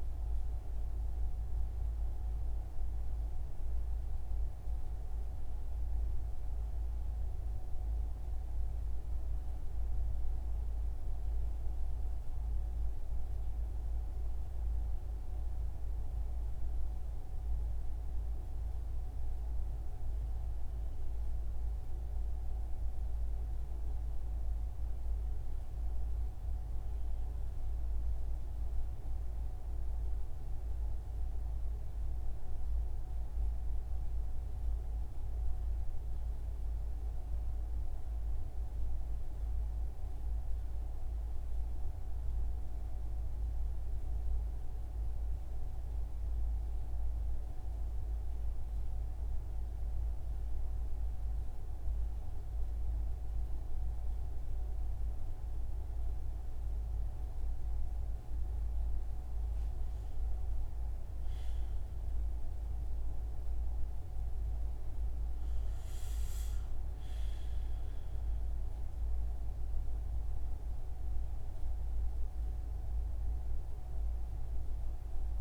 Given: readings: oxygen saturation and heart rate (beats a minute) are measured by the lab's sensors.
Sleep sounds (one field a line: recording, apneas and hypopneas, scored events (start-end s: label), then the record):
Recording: breathing in sleep, hard to hear, by a room microphone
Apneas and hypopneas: none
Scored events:
58.50-63.50 s: arousal
From the record:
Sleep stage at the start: N1 (lightest sleep)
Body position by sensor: on the front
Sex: male